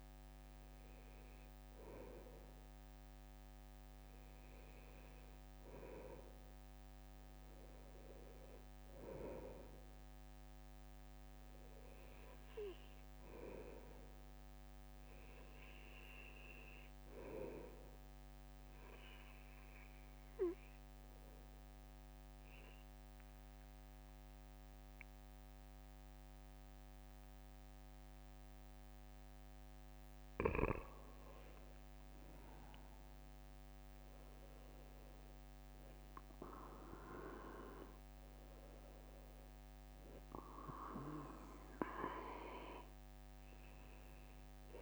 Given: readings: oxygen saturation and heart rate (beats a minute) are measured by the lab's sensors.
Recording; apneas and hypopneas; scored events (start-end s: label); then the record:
breathing in sleep by a microphone on the trachea; 1
0.00-28.00 s: oxygen desaturation (device-marked, oxygen 94% lowest, heart rate 66 extreme)
20.50-30.50 s: obstructive apnea (oxygen 98% before, 94% lowest, heart rate 67 before, 68 extreme, up 3 after)
30.50-31.50 s: leg movement (device-marked)
33.00-38.50 s: arousal
From the record:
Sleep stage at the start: N2 (light sleep); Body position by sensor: on the right side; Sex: male